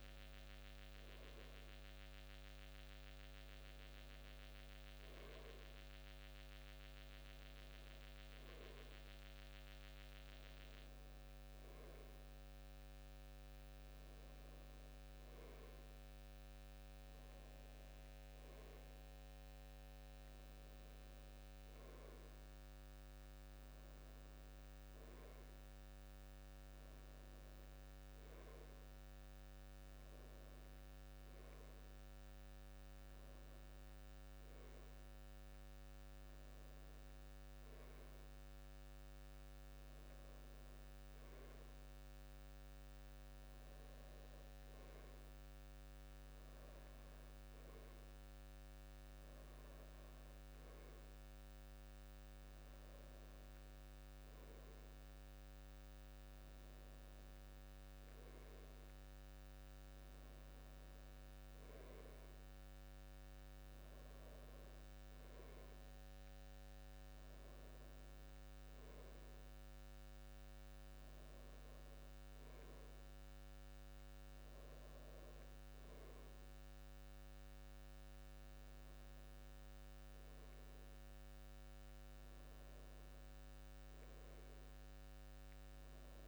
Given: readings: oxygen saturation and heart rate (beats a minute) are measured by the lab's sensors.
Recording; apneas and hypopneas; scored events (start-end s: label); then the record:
breathing in sleep, hard to hear, by a microphone on the trachea; none
51.00-53.00 s: long interval between heartbeats (device-marked, heart rate 79 before, 81 extreme)
From the record:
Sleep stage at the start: N2 (light sleep); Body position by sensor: on the back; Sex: male